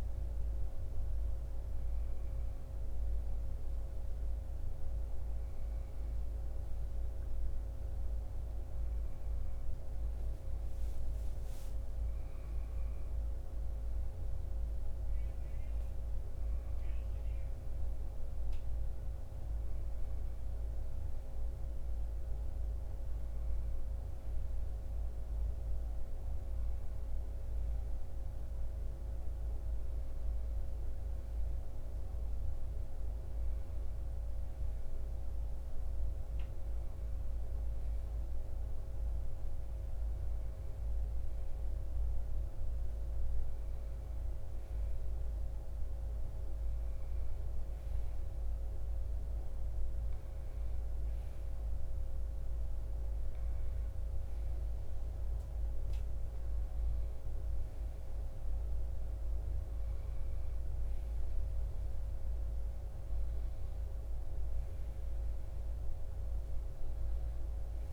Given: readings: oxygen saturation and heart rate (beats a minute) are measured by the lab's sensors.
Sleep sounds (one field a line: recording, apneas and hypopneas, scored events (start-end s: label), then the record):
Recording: breathing in sleep, hard to hear, by a room microphone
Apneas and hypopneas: none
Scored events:
none scored
From the record:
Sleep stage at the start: N1 (lightest sleep)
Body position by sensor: on the right side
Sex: male